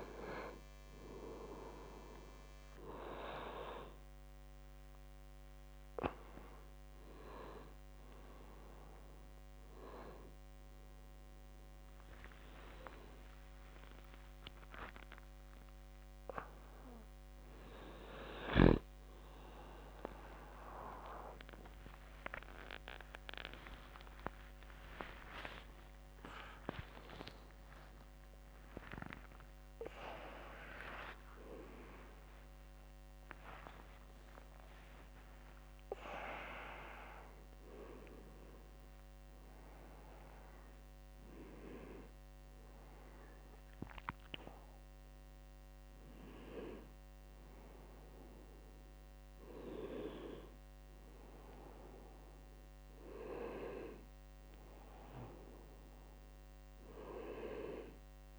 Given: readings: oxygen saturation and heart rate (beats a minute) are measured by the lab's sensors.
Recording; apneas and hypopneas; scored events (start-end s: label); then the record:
a person awake in a sleep study, by a microphone on the trachea; none
10.00-18.00 s: tachycardia (device-marked, heart rate 71 before, 118 extreme)
12.00-26.00 s: oxygen desaturation (device-marked, oxygen 96% before, 92% lowest, heart rate 73 before, 73 extreme)
19.00-28.00 s: tachycardia (device-marked, heart rate 72 before, 135 extreme)
32.00-35.00 s: tachycardia (device-marked, heart rate 73 before, 100 extreme)
53.00-58.39 s: new sleep stage, N1 (lightest sleep)
From the record:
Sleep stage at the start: awake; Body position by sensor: on the right side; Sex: male